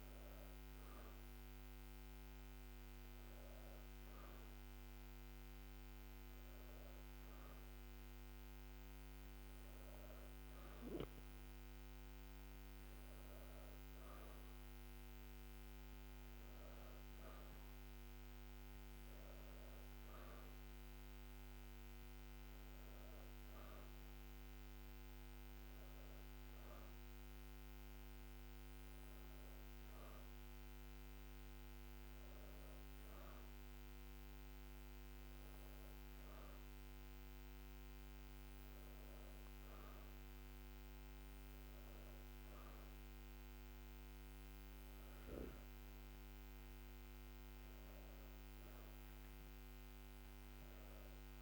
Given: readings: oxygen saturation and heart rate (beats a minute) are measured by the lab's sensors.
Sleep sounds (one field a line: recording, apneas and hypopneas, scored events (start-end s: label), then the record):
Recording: breathing in sleep, hard to hear, by a microphone on the trachea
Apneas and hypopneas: none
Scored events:
none scored
From the record:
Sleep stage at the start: N2 (light sleep)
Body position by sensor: on the back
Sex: female